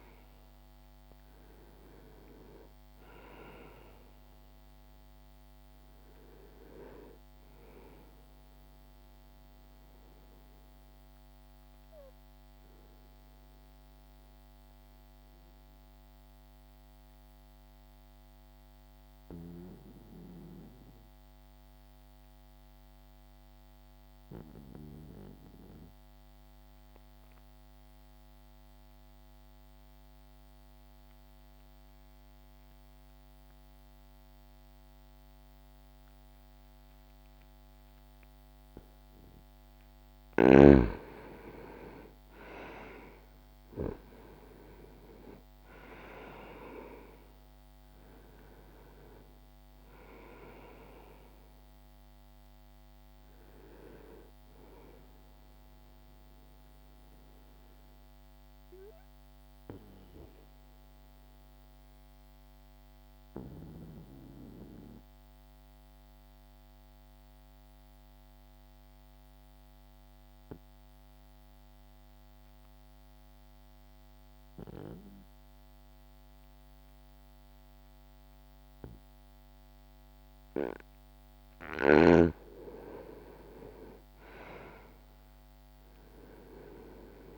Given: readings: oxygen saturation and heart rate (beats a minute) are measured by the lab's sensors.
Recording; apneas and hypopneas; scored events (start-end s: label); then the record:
breathing in sleep by a microphone on the trachea; 2
0.00-27.50 s: oxygen desaturation (device-marked, oxygen 86% lowest, heart rate 60 extreme)
9.50-38.50 s: obstructive apnea (oxygen 98% before, 82% lowest, heart rate 63 before, 60 extreme, up 6 after)
40.00-45.00 s: arousal
40.50-77.50 s: oxygen desaturation (device-marked, oxygen 98% before, 82% lowest, heart rate 63 before, 60 extreme)
56.50-80.50 s: obstructive apnea (oxygen 98% before, 82% lowest, heart rate 63 before, 59 extreme, up 0 after)
82.50-87.00 s: arousal
83.50-87.38 s: oxygen desaturation (device-marked, oxygen 98% before, 85% lowest, heart rate 62 before, 59 extreme)
From the record:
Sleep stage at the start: N2 (light sleep); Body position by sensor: on the back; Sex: male